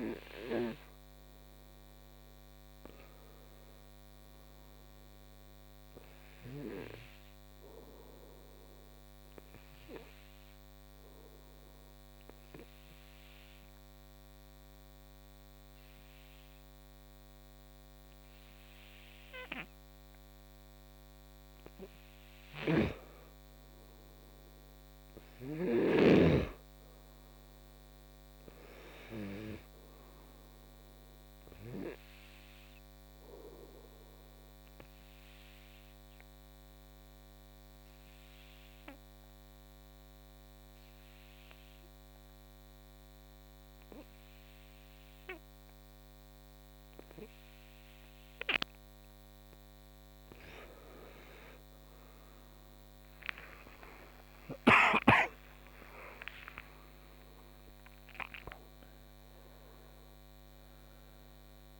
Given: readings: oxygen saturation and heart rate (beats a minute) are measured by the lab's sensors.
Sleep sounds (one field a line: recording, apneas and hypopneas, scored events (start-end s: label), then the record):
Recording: breathing in sleep by a microphone on the trachea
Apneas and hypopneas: 2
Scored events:
11.00-23.50 s: obstructive apnea (oxygen 94% before, 88% lowest, heart rate 70 before, 60 extreme, up 10 after)
22.50-26.00 s: snoring (device-marked)
25.00-29.00 s: arousal
27.50-44.50 s: oxygen desaturation (device-marked, oxygen 94% before, 90% lowest, heart rate 65 before, 61 extreme)
35.00-50.50 s: obstructive apnea (oxygen 95% before, 88% lowest, heart rate 66 before, 61 extreme, up 17 after)
53.00-57.50 s: arousal
53.50-61.50 s: oxygen desaturation (device-marked, oxygen 94% before, 91% lowest, heart rate 64 before, 59 extreme)
From the record:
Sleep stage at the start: N2 (light sleep)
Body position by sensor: on the right side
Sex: male